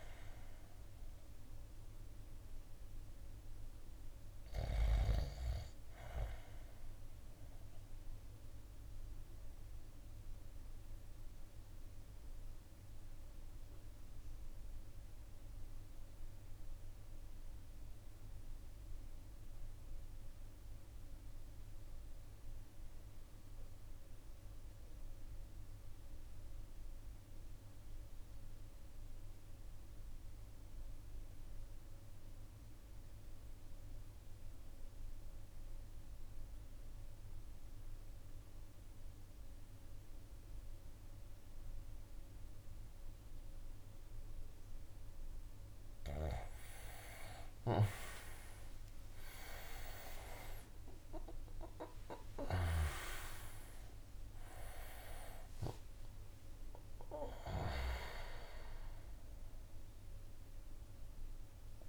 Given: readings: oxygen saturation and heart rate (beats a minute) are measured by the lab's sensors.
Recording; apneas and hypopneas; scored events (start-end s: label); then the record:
breathing in sleep by a room microphone; 1
0.00-8.50 s: oxygen desaturation (device-marked, oxygen 86% lowest, heart rate 52 extreme)
6.00-44.00 s: obstructive apnea (oxygen 96% before, 81% lowest, heart rate 62 before, 49 extreme, up 20 after)
32.50-61.89 s: oxygen desaturation (device-marked, oxygen 96% before, 81% lowest, heart rate 52 before, 49 extreme)
46.00-51.50 s: arousal
49.50-61.89 s: new sleep stage, N1 (lightest sleep)
51.50-61.89 s: drop in pulse transit time (device-marked, heart rate 52 before, 59 extreme)
52.00-57.50 s: snoring (device-marked)
From the record:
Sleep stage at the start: REM sleep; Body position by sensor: on the right side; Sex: male